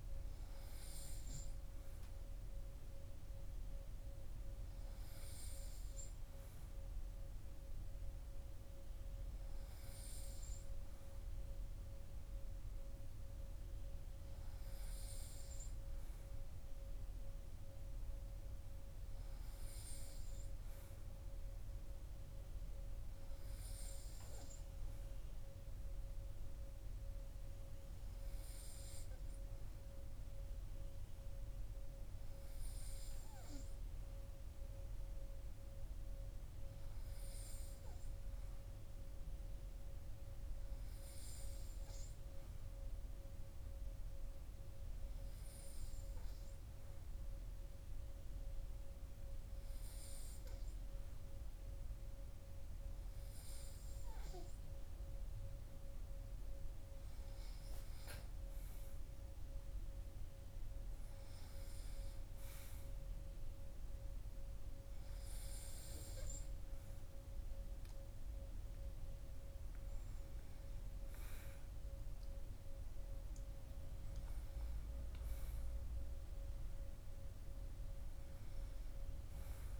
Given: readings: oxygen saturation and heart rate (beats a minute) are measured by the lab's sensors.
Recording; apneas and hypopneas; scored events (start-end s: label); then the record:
breathing in sleep, hard to hear, by a room microphone; none
none scored
From the record:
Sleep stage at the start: N3 (deep sleep); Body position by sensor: on the right side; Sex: male